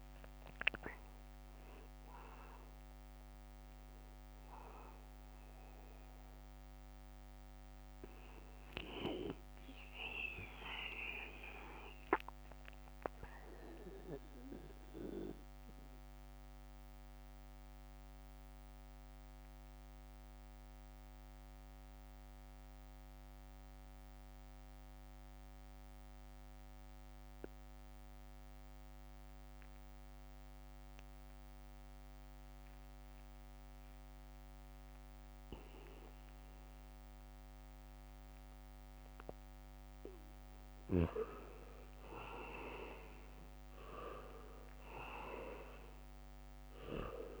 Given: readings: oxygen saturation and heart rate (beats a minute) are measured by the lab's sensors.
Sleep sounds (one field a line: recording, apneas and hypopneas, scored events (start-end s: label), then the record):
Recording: breathing in sleep by a microphone on the trachea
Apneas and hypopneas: 1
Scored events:
0.00-1.00 s: arousal
0.00-8.50 s: oxygen desaturation (device-marked, oxygen 77% lowest, heart rate 65 extreme)
13.00-39.50 s: mixed apnea (oxygen 98% before, 80% lowest, heart rate 79 before, 69 extreme, up 0 after)
33.50-47.40 s: oxygen desaturation (device-marked, oxygen 100% before, 86% lowest, heart rate 78 before, 68 extreme)
38.00-40.00 s: leg movement (device-marked)
40.50-42.50 s: leg movement (device-marked)
41.50-46.00 s: arousal
From the record:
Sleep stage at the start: N2 (light sleep)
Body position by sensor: on the back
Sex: male